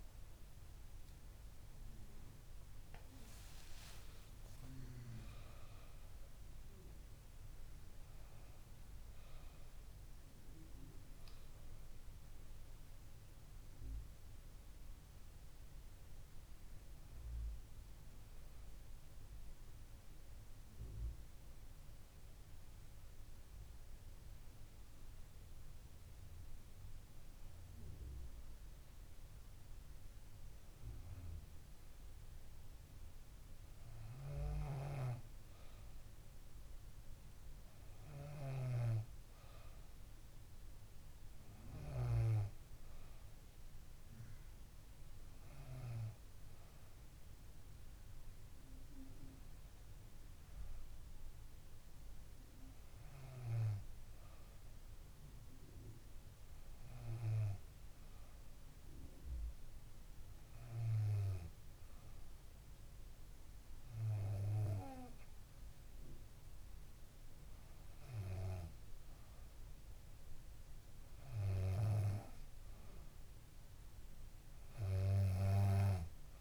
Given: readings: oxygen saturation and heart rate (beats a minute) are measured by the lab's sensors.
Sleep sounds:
breathing in sleep by a room microphone; 1
0.00-24.00 s: oxygen desaturation (device-marked, oxygen 92% lowest, heart rate 67 extreme)
2.00-6.00 s: arousal
20.50-34.00 s: hypopnea (oxygen 96% before, 94% lowest, heart rate 74 before, 68 extreme, up 3 after)
35.50-39.50 s: arousal
From the record:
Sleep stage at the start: N2 (light sleep); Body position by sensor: on the back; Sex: female

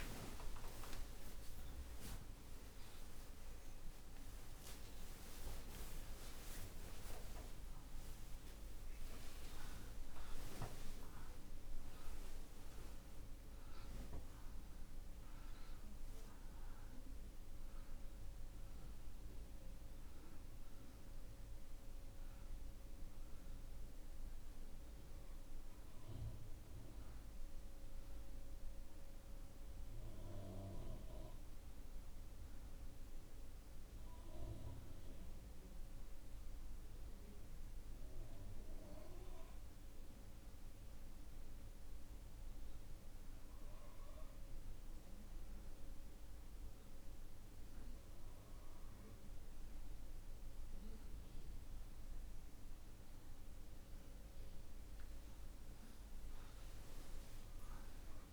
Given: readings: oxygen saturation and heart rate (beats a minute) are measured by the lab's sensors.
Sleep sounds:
a person partly awake in a sleep study, by a room microphone; 1
23.00-41.00 s: oxygen desaturation (device-marked, oxygen 96% before, 91% lowest)
28.00-58.00 s: new sleep stage, N1 (lightest sleep)
34.50-49.50 s: hypopnea (oxygen 96% before, 89% lowest)
53.00-56.00 s: arousal
58.00-58.33 s: new sleep stage, N2 (light sleep)
From the record:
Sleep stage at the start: awake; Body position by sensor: on the right side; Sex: male

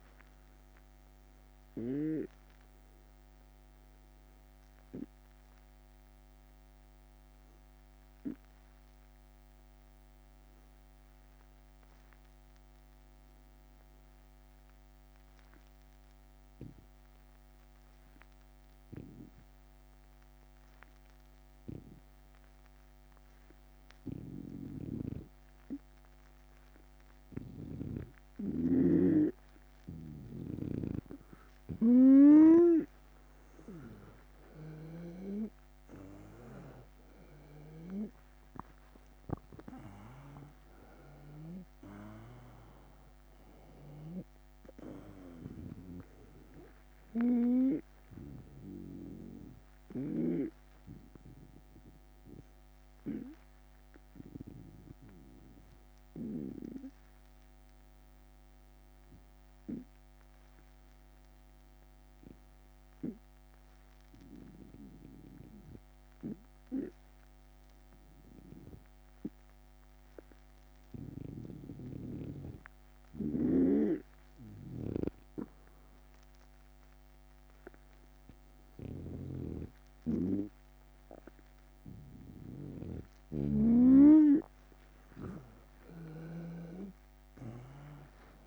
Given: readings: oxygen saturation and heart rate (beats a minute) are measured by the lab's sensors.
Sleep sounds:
breathing in sleep by a microphone on the trachea; 2
0.00-1.00 s: oxygen desaturation (device-marked, oxygen 92% lowest, heart rate 72 extreme)
2.00-25.00 s: obstructive apnea (oxygen 97% before, 90% lowest, heart rate 82 before, 72 extreme, up 0 after)
24.00-27.50 s: snoring (device-marked)
27.00-61.00 s: oxygen desaturation (device-marked, oxygen 97% before, 90% lowest, heart rate 75 before, 73 extreme)
35.50-40.50 s: arousal
37.00-51.00 s: drop in pulse transit time (device-marked, heart rate 77 before, 77 extreme)
43.50-50.00 s: snoring (device-marked)
48.00-81.50 s: obstructive apnea (oxygen 96% before, 89% lowest, heart rate 81 before, 73 extreme, up 4 after)
74.00-88.47 s: snoring (device-marked)
77.00-88.47 s: oxygen desaturation (device-marked, oxygen 97% before, 89% lowest, heart rate 75 before, 73 extreme)
85.00-88.47 s: arousal
From the record:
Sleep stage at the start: N2 (light sleep); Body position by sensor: on the right side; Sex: male

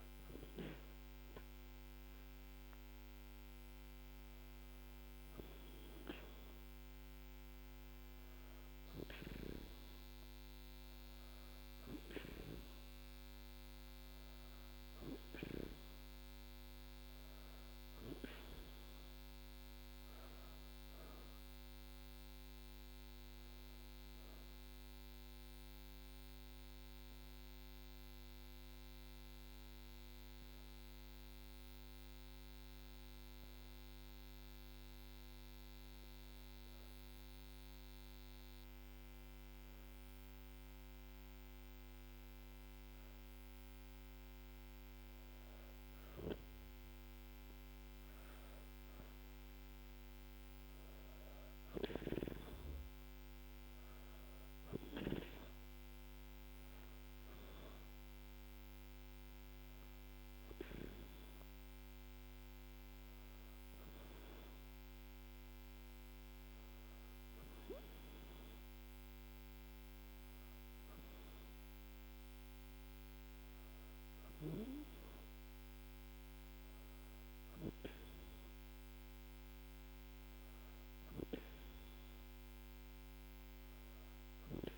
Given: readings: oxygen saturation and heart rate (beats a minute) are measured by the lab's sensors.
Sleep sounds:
breathing in sleep by a microphone on the trachea; 1
32.00-45.00 s: hypopnea (oxygen 97% before, 94% lowest, heart rate 80 before, 76 extreme, up 7 after)
49.00-53.50 s: arousal
From the record:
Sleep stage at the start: N2 (light sleep); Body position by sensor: on the back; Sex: female

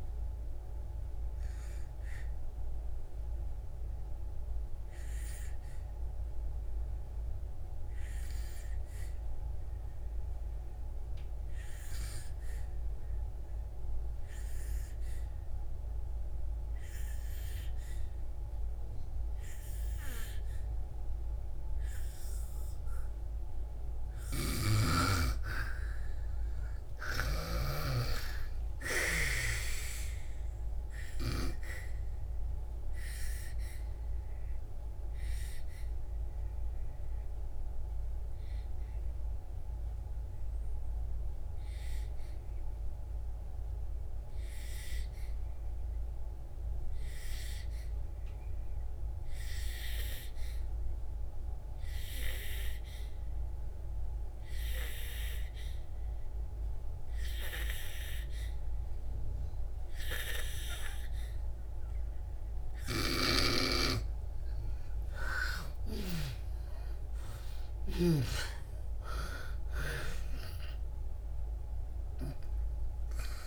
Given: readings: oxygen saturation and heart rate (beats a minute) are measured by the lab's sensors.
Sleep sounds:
breathing in sleep by a room microphone; 2
0.00-20.00 s: oxygen desaturation (device-marked, oxygen 86% lowest, heart rate 57 extreme)
1.00-23.50 s: obstructive apnea (oxygen 97% before, 86% lowest, heart rate 80 before, 57 extreme, up 3 after)
24.50-28.00 s: snoring (device-marked)
26.00-30.50 s: arousal
29.00-56.00 s: oxygen desaturation (device-marked, oxygen 98% before, 86% lowest, heart rate 65 before, 58 extreme)
33.00-63.00 s: obstructive apnea (oxygen 98% before, 85% lowest, heart rate 65 before, 57 extreme, up 6 after)
58.00-73.47 s: oxygen desaturation (device-marked, oxygen 97% before, 85% lowest, heart rate 67 before, 56 extreme)
65.00-71.00 s: arousal
From the record:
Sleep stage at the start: N2 (light sleep); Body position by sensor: on the back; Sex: female

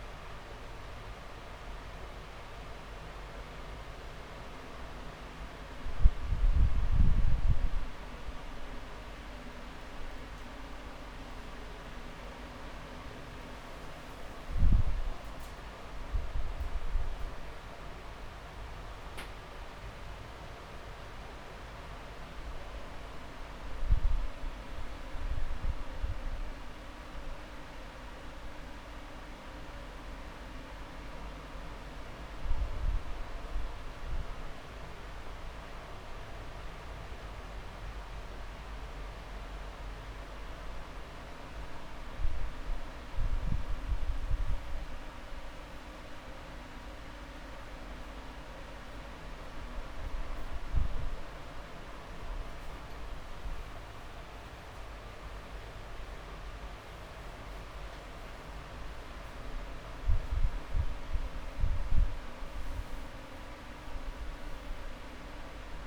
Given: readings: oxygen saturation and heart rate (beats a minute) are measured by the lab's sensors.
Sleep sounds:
breathing in sleep, hard to hear, by a room microphone; 1
7.00-9.00 s: long interval between heartbeats (device-marked)
20.00-22.00 s: long interval between heartbeats (device-marked)
27.50-29.50 s: long interval between heartbeats (device-marked)
27.50-31.00 s: arousal
29.00-32.00 s: drop in pulse transit time (device-marked)
31.00-33.00 s: long interval between heartbeats (device-marked)
34.50-45.00 s: hypopnea (oxygen 97% before, 94% lowest)
42.00-44.00 s: long interval between heartbeats (device-marked)
44.00-47.00 s: drop in pulse transit time (device-marked)
46.00-50.00 s: arousal
52.00-54.00 s: long interval between heartbeats (device-marked)
55.00-64.00 s: drop in pulse transit time (device-marked)
60.00-65.87 s: oxygen desaturation (device-marked, oxygen 99% before, 95% lowest)
62.50-64.50 s: long interval between heartbeats (device-marked)
From the record:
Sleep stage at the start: N2 (light sleep); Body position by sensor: on the back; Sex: male

